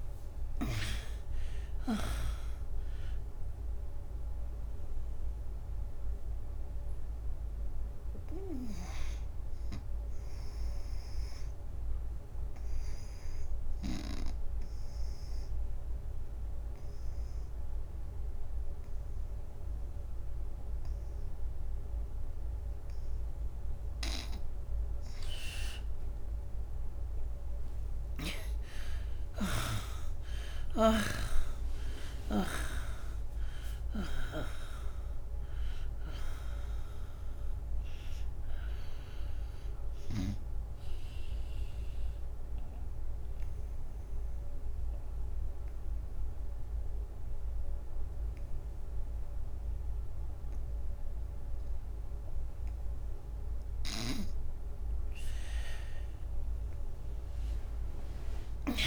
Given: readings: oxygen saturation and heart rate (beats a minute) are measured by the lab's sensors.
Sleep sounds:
breathing in sleep by a room microphone; 2
2.00-15.00 s: oxygen desaturation (device-marked, oxygen 97% before, 84% lowest, heart rate 82 before, 71 extreme)
12.50-23.50 s: obstructive apnea (oxygen 97% before, 81% lowest, heart rate 85 before, 71 extreme, up 15 after)
22.00-47.00 s: oxygen desaturation (device-marked, oxygen 97% before, 81% lowest, heart rate 88 before, 69 extreme)
26.00-30.50 s: arousal
41.50-53.50 s: obstructive apnea (oxygen 97% before, 82% lowest, heart rate 86 before, 69 extreme, up 10 after)
56.00-58.87 s: arousal
From the record:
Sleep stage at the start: N2 (light sleep); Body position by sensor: on the right side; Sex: female

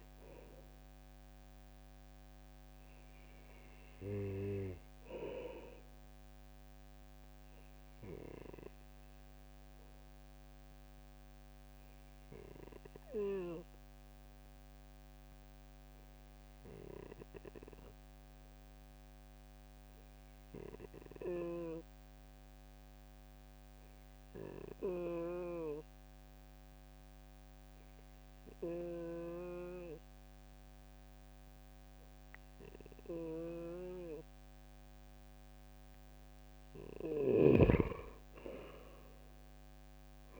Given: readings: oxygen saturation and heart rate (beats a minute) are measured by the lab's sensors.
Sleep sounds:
breathing in sleep by a microphone on the trachea; 1
0.00-8.00 s: oxygen desaturation (device-marked, oxygen 91% lowest, heart rate 64 extreme)
2.00-4.50 s: leg movement (device-marked)
7.00-35.00 s: obstructive apnea (oxygen 96% before, 94% lowest, heart rate 65 before, 63 extreme, up 6 after)
38.00-40.39 s: arousal
From the record:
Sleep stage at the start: N2 (light sleep); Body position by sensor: on the right side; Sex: male

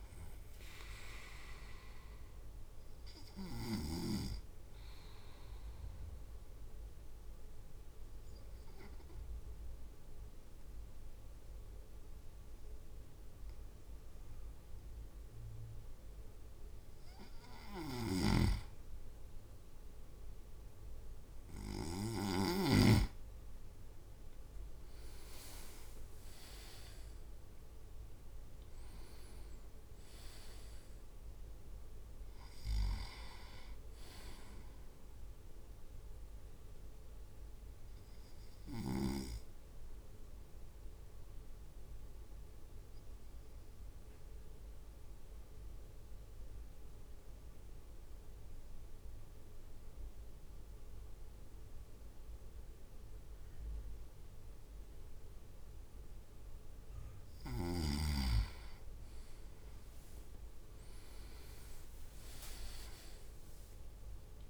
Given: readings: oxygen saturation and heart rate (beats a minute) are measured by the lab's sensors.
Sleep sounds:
breathing in sleep by a room microphone; 2
0.00-4.00 s: snoring (device-marked)
2.00-17.00 s: obstructive apnea (oxygen 99% before, 97% lowest)
17.50-22.50 s: snoring (device-marked)
20.50-24.00 s: arousal
24.50-26.00 s: leg movement (device-marked)
37.50-57.00 s: obstructive apnea (oxygen 99% before, 97% lowest)
59.50-63.50 s: leg movement (device-marked)
60.00-64.50 s: arousal
From the record:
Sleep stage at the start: N2 (light sleep); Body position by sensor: on the right side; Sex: male

